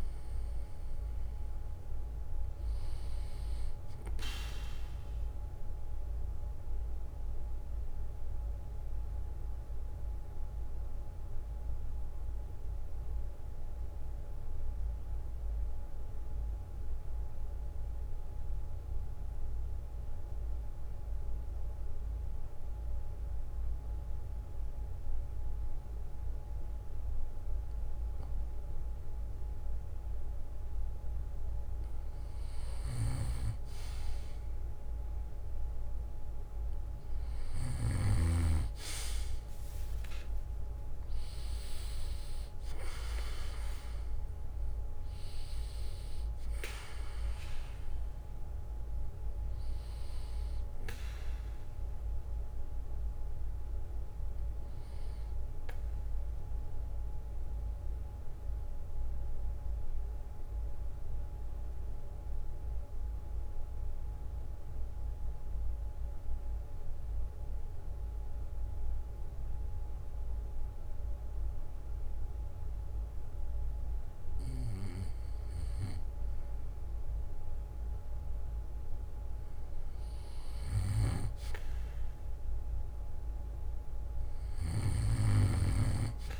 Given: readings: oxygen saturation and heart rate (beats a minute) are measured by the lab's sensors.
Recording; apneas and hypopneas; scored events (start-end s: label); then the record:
breathing in sleep by a room microphone; 2
0.00-5.50 s: oxygen desaturation (device-marked, oxygen 93% lowest, heart rate 55 extreme)
4.50-12.50 s: bradycardia (device-marked, heart rate 63 before, 55 extreme)
5.00-30.50 s: mixed apnea (oxygen 96% before, 91% lowest, heart rate 75 before, 56 extreme, up 9 after)
14.50-29.50 s: oxygen desaturation (device-marked, oxygen 96% before, 91% lowest, heart rate 65 before, 56 extreme)
21.50-23.50 s: bradycardia (device-marked, heart rate 63 before, 57 extreme)
39.50-44.00 s: arousal
47.50-71.50 s: oxygen desaturation (device-marked, oxygen 99% before, 95% lowest, heart rate 62 before, 52 extreme)
54.50-72.50 s: bradycardia (device-marked, heart rate 63 before, 52 extreme)
56.00-74.00 s: central apnea (oxygen 99% before, 93% lowest, heart rate 63 before, 52 extreme, up 10 after)
73.50-75.50 s: bradycardia (device-marked, heart rate 62 before, 55 extreme)
78.50-80.50 s: bradycardia (device-marked, heart rate 62 before, 59 extreme)
82.00-86.00 s: arousal
From the record:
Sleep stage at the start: N2 (light sleep); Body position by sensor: on the back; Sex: male